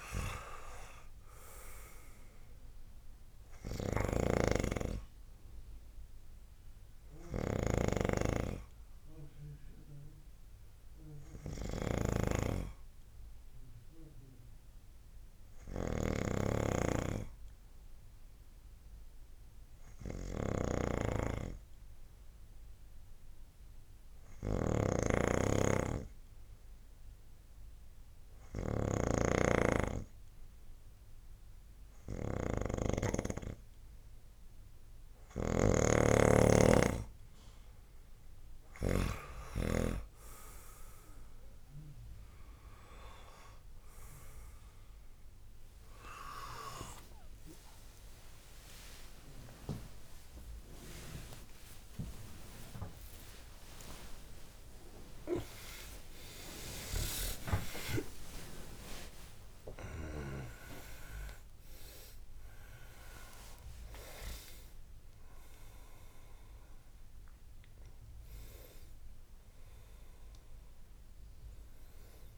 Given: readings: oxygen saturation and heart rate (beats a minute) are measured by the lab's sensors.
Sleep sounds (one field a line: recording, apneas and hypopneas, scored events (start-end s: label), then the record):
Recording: a person partly awake in a sleep study, by a room microphone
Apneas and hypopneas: 1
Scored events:
0.00-2.00 s: arousal
3.50-39.00 s: snoring (device-marked)
8.50-36.00 s: hypopnea (oxygen 97% before, 93% lowest, heart rate 88 before, 68 extreme, up 7 after)
30.50-52.50 s: oxygen desaturation (device-marked, oxygen 99% before, 93% lowest, heart rate 70 before, 71 extreme)
45.50-61.50 s: tachycardia (device-marked, heart rate 79 before, 128 extreme)
47.50-72.38 s: new sleep stage, awake
From the record:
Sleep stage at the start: N2 (light sleep)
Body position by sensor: on the right side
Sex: male